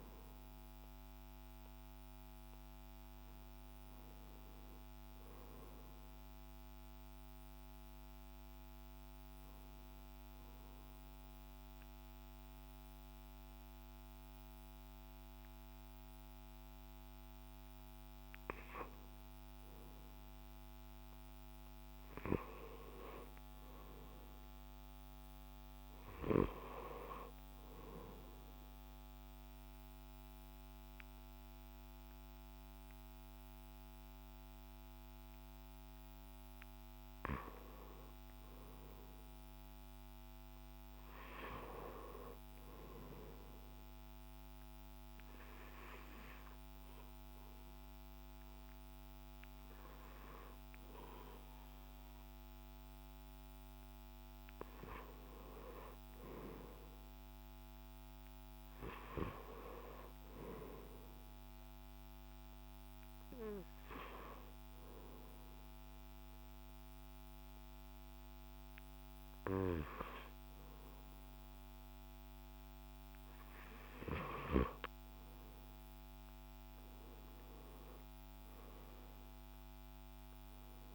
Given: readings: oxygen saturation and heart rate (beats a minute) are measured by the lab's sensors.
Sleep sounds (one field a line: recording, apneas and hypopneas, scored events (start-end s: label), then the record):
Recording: breathing in sleep by a microphone on the trachea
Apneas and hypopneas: 4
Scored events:
7.50-21.00 s: obstructive apnea (oxygen 92% before, 88% lowest)
8.00-19.00 s: oxygen desaturation (device-marked, oxygen 93% before, 89% lowest)
11.00-71.00 s: new sleep stage, N2 (light sleep)
22.50-26.00 s: arousal
28.50-38.50 s: obstructive apnea (oxygen 96% before, 88% lowest)
29.00-44.00 s: oxygen desaturation (device-marked, oxygen 96% before, 88% lowest)
39.50-43.00 s: arousal
45.00-56.00 s: obstructive apnea (oxygen 96% before, 88% lowest)
48.00-61.00 s: oxygen desaturation (device-marked, oxygen 94% before, 88% lowest)
57.00-61.00 s: arousal
63.00-77.00 s: oxygen desaturation (device-marked, oxygen 94% before, 88% lowest)
64.50-75.50 s: hypopnea (oxygen 94% before, 88% lowest)
71.00-80.95 s: new sleep stage, N1 (lightest sleep)
77.50-80.95 s: arousal
From the record:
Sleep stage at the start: N1 (lightest sleep)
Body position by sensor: on the left side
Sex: male